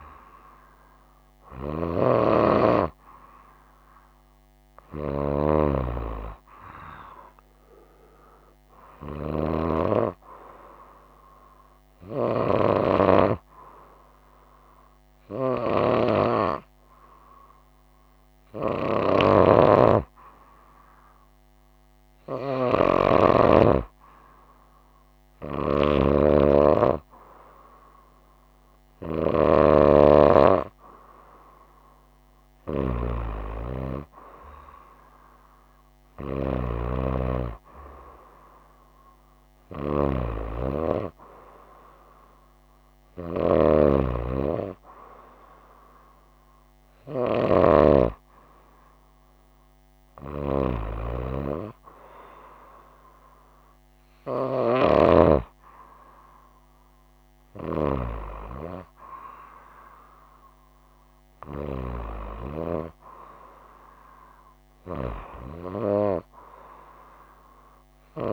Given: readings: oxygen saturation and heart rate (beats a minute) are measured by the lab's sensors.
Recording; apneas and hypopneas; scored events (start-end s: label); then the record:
breathing in sleep by a microphone on the trachea; none
none scored
From the record:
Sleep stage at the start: N2 (light sleep); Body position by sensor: on the right side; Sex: female